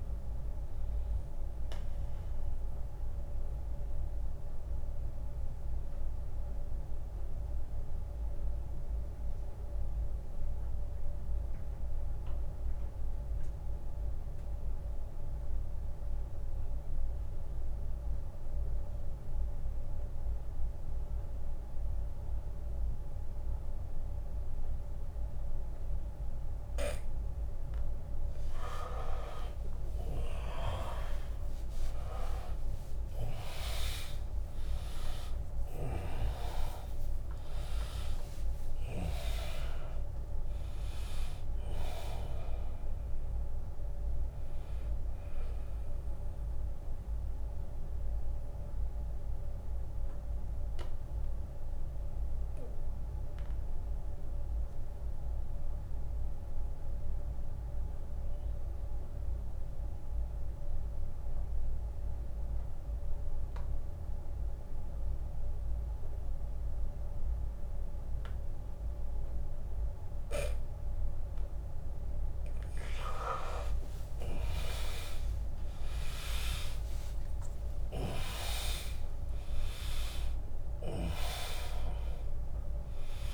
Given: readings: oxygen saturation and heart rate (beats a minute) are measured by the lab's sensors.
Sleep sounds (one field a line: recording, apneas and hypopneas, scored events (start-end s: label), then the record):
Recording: breathing in sleep by a room microphone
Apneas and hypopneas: 2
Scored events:
0.00-2.00 s: drop in pulse transit time (device-marked, heart rate 73 extreme)
0.00-14.00 s: oxygen desaturation (device-marked, oxygen 81% lowest, heart rate 68 extreme)
4.50-27.00 s: obstructive apnea (oxygen 100% before, 81% lowest, heart rate 80 before, 68 extreme, up 17 after)
28.50-33.50 s: arousal
30.00-45.00 s: drop in pulse transit time (device-marked, heart rate 77 before, 77 extreme)
31.00-55.00 s: oxygen desaturation (device-marked, oxygen 100% before, 83% lowest, heart rate 77 before, 70 extreme)
49.50-71.50 s: mixed apnea (oxygen 100% before, 82% lowest, heart rate 82 before, 64 extreme, up 15 after)
71.00-83.33 s: oxygen desaturation (device-marked, oxygen 100% before, 82% lowest, heart rate 78 before, 64 extreme)
73.50-79.00 s: arousal
74.00-83.33 s: drop in pulse transit time (device-marked, heart rate 80 before, 72 extreme)
From the record:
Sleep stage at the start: N2 (light sleep)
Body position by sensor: on the back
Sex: male